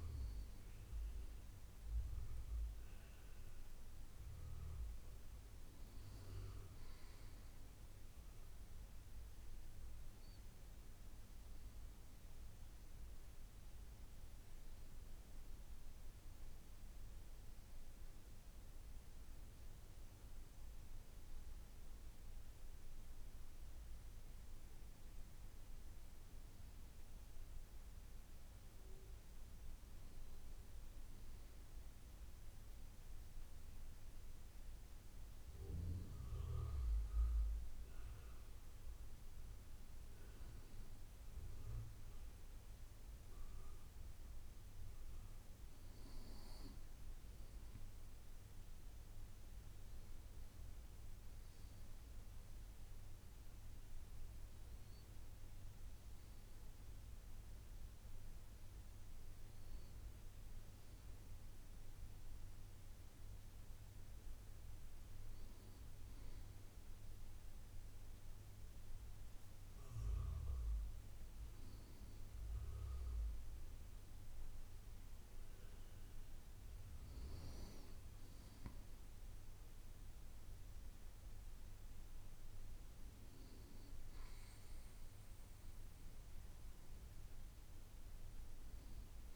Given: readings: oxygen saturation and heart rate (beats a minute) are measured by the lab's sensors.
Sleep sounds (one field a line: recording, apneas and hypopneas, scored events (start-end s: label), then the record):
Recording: breathing in sleep, hard to hear, by a room microphone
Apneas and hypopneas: none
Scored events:
none scored
From the record:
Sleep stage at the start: N2 (light sleep)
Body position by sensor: on the right side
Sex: male